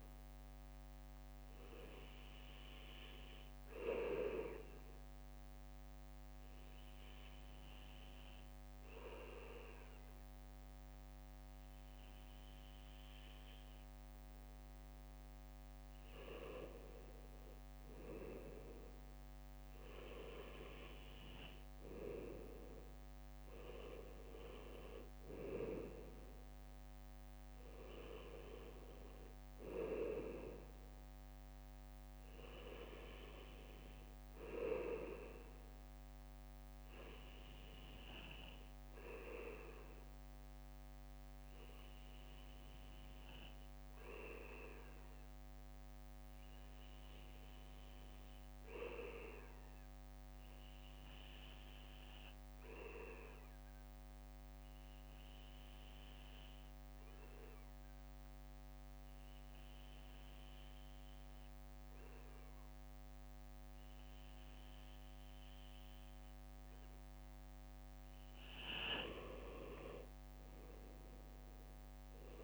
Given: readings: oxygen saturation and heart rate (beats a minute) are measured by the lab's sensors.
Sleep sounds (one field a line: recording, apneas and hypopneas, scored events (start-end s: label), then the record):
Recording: breathing in sleep by a microphone on the trachea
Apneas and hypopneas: 2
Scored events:
0.00-15.00 s: bradycardia (device-marked, heart rate 56 extreme)
3.50-16.00 s: obstructive apnea (oxygen 98% before, 96% lowest, heart rate 59 before, 56 extreme, up 4 after)
19.00-21.50 s: arousal
23.00-49.00 s: bradycardia (device-marked, heart rate 59 before, 56 extreme)
43.00-67.00 s: obstructive apnea (oxygen 98% before, 96% lowest, heart rate 58 before, 57 extreme, up 3 after)
50.00-66.00 s: bradycardia (device-marked, heart rate 59 before, 58 extreme)
70.00-72.44 s: arousal
From the record:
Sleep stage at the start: N2 (light sleep)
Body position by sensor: on the back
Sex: male